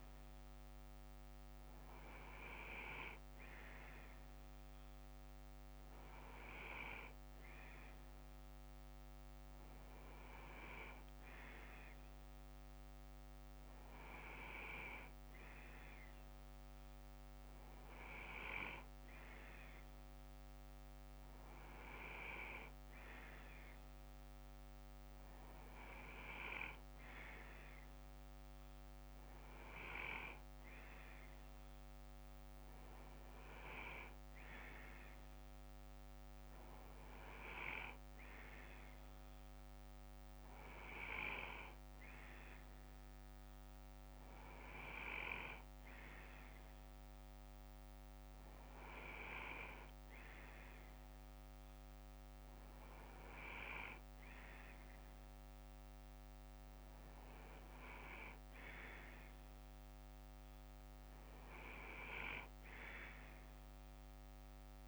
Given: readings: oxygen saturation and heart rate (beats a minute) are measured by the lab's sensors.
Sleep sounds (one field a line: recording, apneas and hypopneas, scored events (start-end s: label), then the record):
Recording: breathing in sleep by a microphone on the trachea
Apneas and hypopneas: none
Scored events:
0.00-2.00 s: bradycardia (device-marked, heart rate 59 extreme)
33.00-35.00 s: bradycardia (device-marked, heart rate 61 before, 58 extreme)
41.00-50.00 s: bradycardia (device-marked, heart rate 61 before, 58 extreme)
From the record:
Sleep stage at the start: N2 (light sleep)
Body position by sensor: on the left side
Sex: male